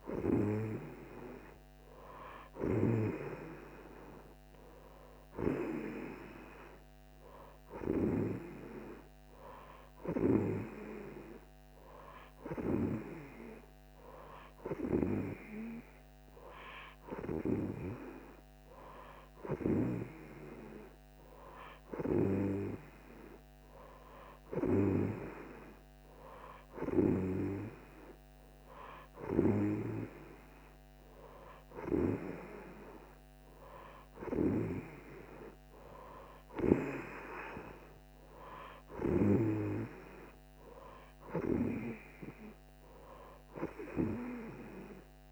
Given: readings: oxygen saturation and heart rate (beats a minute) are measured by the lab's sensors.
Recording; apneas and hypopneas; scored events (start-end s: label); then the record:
breathing in sleep by a microphone on the trachea; none
none scored
From the record:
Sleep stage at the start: N2 (light sleep); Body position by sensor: on the right side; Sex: female